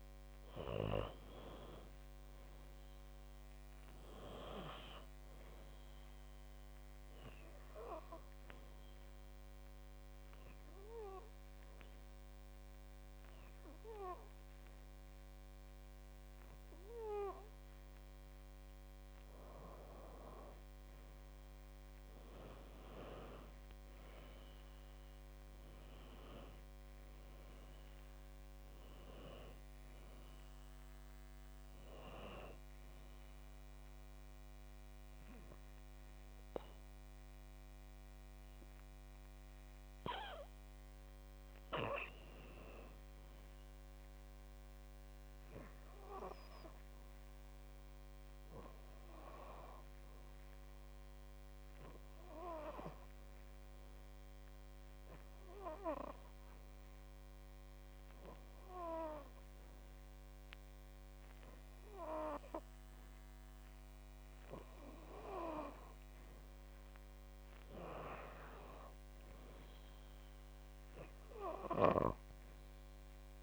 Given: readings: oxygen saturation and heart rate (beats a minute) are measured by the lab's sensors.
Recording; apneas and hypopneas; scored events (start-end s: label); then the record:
breathing in sleep by a microphone on the trachea; 2
0.00-4.50 s: arousal
9.50-20.50 s: obstructive apnea (oxygen 96% before, 93% lowest, heart rate 59 before, 52 extreme, up 5 after)
22.00-26.00 s: arousal
48.50-51.50 s: arousal
54.00-64.50 s: hypopnea (oxygen 97% before, 90% lowest, heart rate 55 before, 55 extreme, up 3 after)
66.00-70.50 s: arousal
From the record:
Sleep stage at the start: N2 (light sleep); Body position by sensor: on the back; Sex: female